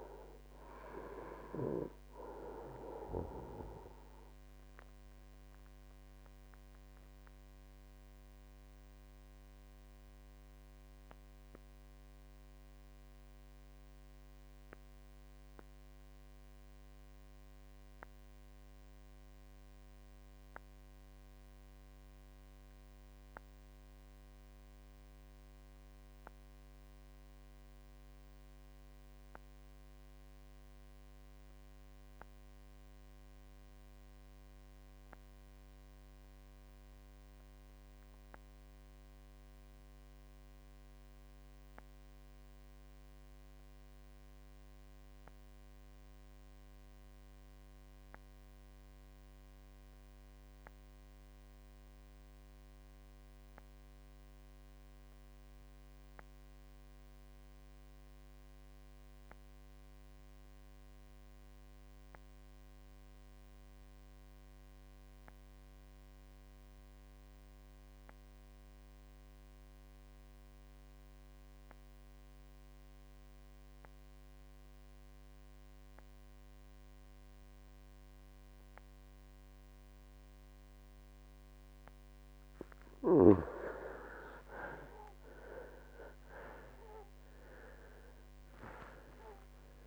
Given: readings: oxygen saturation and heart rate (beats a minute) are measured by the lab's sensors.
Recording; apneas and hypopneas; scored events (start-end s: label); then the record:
breathing in sleep by a microphone on the trachea; 1
0.00-7.00 s: oxygen desaturation (device-marked, oxygen 89% lowest, heart rate 58 extreme)
5.00-81.00 s: mixed apnea (oxygen 96% before, 71% lowest, heart rate 75 before, 58 extreme, up 24 after)
9.00-21.00 s: oxygen desaturation (device-marked, oxygen 92% before, 87% lowest, heart rate 76 before, 58 extreme)
35.50-37.50 s: long interval between heartbeats (device-marked, heart rate 61 before, 66 extreme)
42.00-89.87 s: oxygen desaturation (device-marked, oxygen 97% before, 71% lowest, heart rate 65 before, 55 extreme)
54.00-56.00 s: long interval between heartbeats (device-marked, heart rate 65 before, 63 extreme)
83.00-86.00 s: arousal
From the record:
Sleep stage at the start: N2 (light sleep); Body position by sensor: on the right side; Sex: male